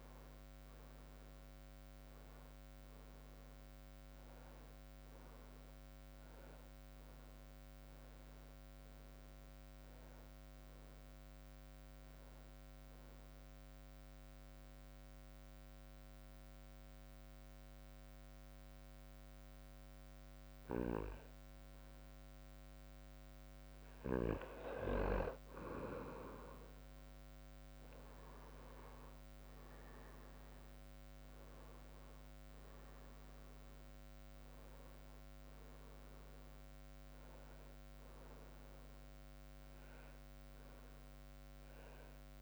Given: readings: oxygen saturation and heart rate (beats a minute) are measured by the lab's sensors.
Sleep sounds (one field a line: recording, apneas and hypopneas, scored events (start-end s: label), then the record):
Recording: breathing in sleep by a microphone on the trachea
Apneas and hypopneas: 1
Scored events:
0.00-1.50 s: arousal
0.00-6.50 s: drop in pulse transit time (device-marked, heart rate 67 extreme)
0.00-12.50 s: oxygen desaturation (device-marked, oxygen 93% lowest, heart rate 66 extreme)
13.50-24.50 s: mixed apnea (oxygen 97% before, 93% lowest, heart rate 70 before, 60 extreme, up 5 after)
29.00-34.50 s: arousal
29.50-42.42 s: oxygen desaturation (device-marked, oxygen 97% before, 93% lowest, heart rate 69 before, 60 extreme)
From the record:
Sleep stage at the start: N2 (light sleep)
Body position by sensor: on the back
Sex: male